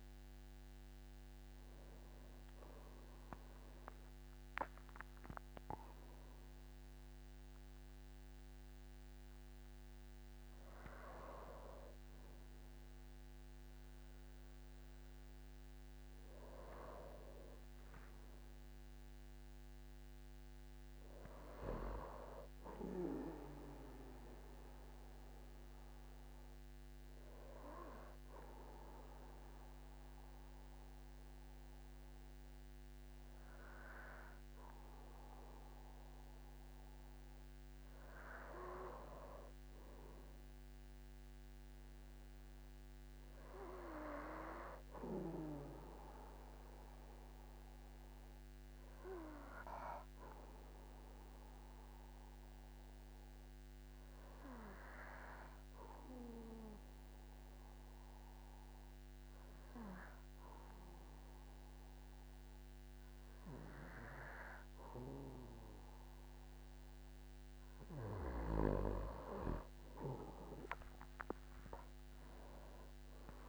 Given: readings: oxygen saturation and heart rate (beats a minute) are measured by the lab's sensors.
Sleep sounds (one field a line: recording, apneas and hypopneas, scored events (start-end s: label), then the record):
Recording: breathing in sleep by a microphone on the trachea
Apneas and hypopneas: 2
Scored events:
19.50-22.50 s: arousal
24.00-37.50 s: hypopnea (oxygen 98% before, 94% lowest, heart rate 64 before, 45 extreme, up 11 after)
39.50-43.50 s: arousal
53.00-68.00 s: obstructive apnea (oxygen 98% before, 94% lowest, heart rate 50 before, 52 extreme, up 17 after)
70.50-73.49 s: oxygen desaturation (device-marked, oxygen 97% before, 94% lowest, heart rate 52 before, 49 extreme)
From the record:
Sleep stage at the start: N2 (light sleep)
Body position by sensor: on the back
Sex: male